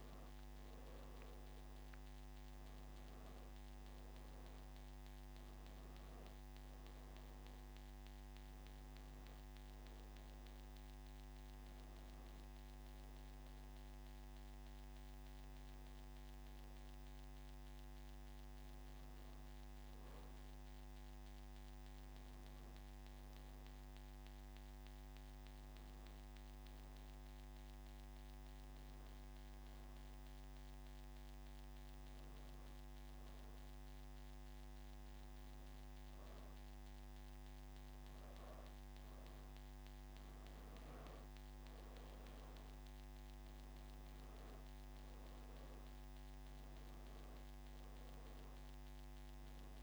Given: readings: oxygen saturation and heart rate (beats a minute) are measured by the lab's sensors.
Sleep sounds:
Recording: breathing in sleep, hard to hear, by a microphone on the trachea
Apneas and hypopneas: 1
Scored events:
0.00-16.50 s: oxygen desaturation (device-marked, oxygen 89% lowest)
22.00-38.00 s: hypopnea (oxygen 96% before, 89% lowest)
39.50-49.83 s: oxygen desaturation (device-marked, oxygen 96% before, 91% lowest)
41.00-44.00 s: arousal
From the record:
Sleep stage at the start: N2 (light sleep)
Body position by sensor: on the back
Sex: female

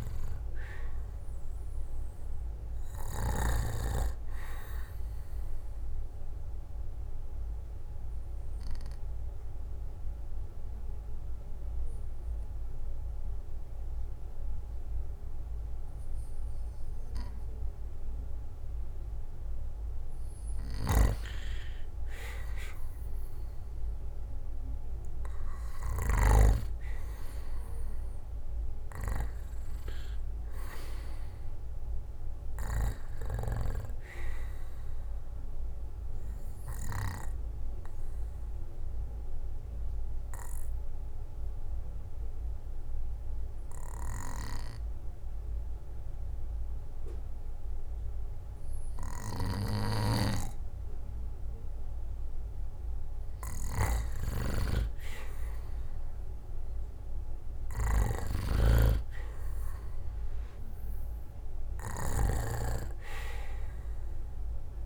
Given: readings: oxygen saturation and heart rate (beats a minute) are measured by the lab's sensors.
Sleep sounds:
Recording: breathing in sleep by a room microphone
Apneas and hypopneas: 2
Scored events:
0.00-9.50 s: oxygen desaturation (device-marked, oxygen 93% lowest, heart rate 59 extreme)
6.00-20.00 s: obstructive apnea (oxygen 97% before, 90% lowest, heart rate 65 before, 58 extreme, up 9 after)
23.00-26.50 s: arousal
26.50-44.50 s: oxygen desaturation (device-marked, oxygen 95% before, 90% lowest, heart rate 63 before, 57 extreme)
36.00-51.00 s: obstructive apnea (oxygen 95% before, 87% lowest, heart rate 67 before, 57 extreme, up 12 after)
55.50-58.50 s: arousal
59.50-64.86 s: oxygen desaturation (device-marked, oxygen 97% before, 91% lowest, heart rate 62 before, 57 extreme)
From the record:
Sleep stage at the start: N2 (light sleep)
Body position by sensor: on the back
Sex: male

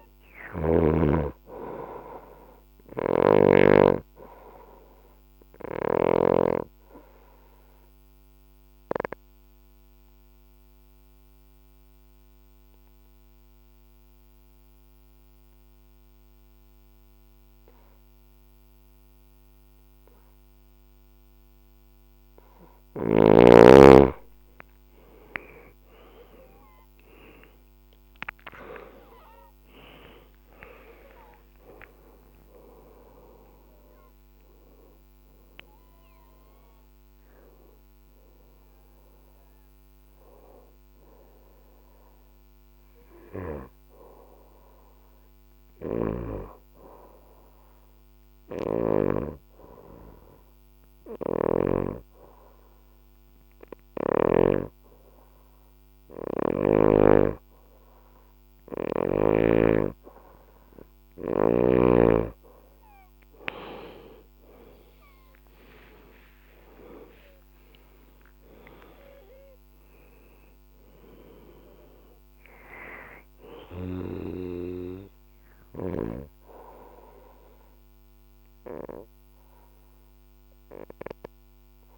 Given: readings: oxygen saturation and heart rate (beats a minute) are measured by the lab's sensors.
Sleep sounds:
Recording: breathing in sleep by a microphone on the trachea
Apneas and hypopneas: 2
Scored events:
0.00-10.00 s: oxygen desaturation (device-marked, oxygen 89% lowest, heart rate 55 extreme)
2.50-6.00 s: snoring (device-marked)
2.50-21.00 s: obstructive apnea (oxygen 98% before, 89% lowest, heart rate 64 before, 55 extreme, up 12 after)
3.00-17.00 s: bradycardia (device-marked, heart rate 66 before, 55 extreme)
24.00-44.00 s: oxygen desaturation (device-marked, oxygen 98% before, 91% lowest, heart rate 59 before, 63 extreme)
25.50-31.00 s: arousal
38.00-60.00 s: obstructive apnea (oxygen 98% before, 90% lowest, heart rate 69 before, 57 extreme, up 36 after)
45.00-48.50 s: snoring (device-marked)
50.50-54.00 s: snoring (device-marked)
57.00-81.98 s: oxygen desaturation (device-marked, oxygen 98% before, 90% lowest, heart rate 65 before, 57 extreme)
61.50-66.50 s: arousal
76.00-81.98 s: bradycardia (device-marked, heart rate 67 before, 57 extreme)
From the record:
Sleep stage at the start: N2 (light sleep)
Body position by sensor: on the left side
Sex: female

